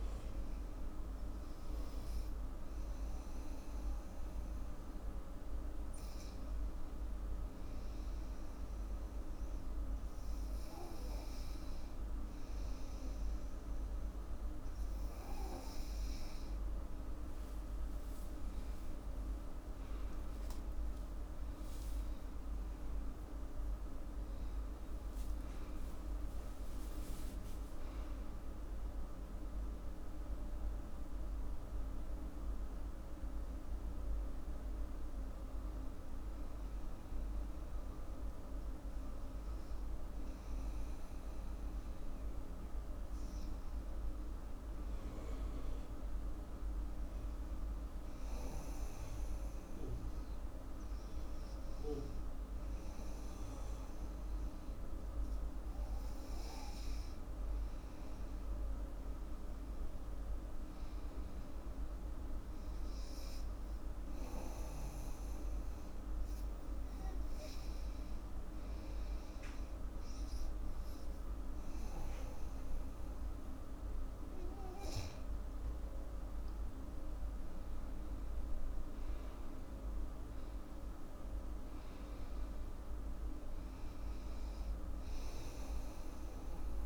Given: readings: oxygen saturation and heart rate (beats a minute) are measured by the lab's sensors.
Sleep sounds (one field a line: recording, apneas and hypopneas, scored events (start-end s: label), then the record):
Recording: breathing in sleep, hard to hear, by a room microphone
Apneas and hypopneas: 2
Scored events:
0.00-5.50 s: oxygen desaturation (device-marked, oxygen 94% lowest, heart rate 79 extreme)
0.50-16.00 s: hypopnea (oxygen 98% before, 95% lowest, heart rate 88 before, 79 extreme, up 12 after)
19.00-24.50 s: arousal
34.50-74.50 s: hypopnea (oxygen 99% before, 94% lowest, heart rate 88 before, 73 extreme, up 5 after)
49.50-73.50 s: oxygen desaturation (device-marked, oxygen 99% before, 95% lowest, heart rate 87 before, 73 extreme)
76.00-80.00 s: arousal
From the record:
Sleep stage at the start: N2 (light sleep)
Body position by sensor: on the back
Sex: female